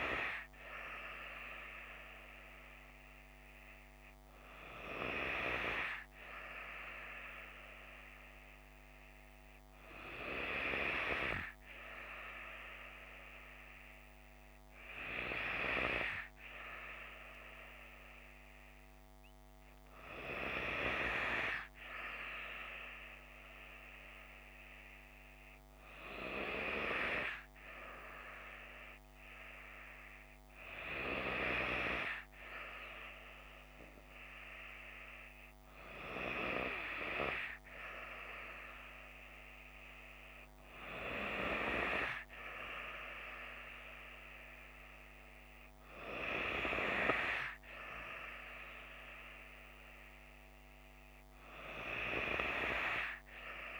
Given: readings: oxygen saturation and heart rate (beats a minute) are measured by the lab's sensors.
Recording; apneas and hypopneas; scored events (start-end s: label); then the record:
breathing in sleep by a microphone on the trachea; none
none scored
From the record:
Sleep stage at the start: N2 (light sleep); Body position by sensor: on the left side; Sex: female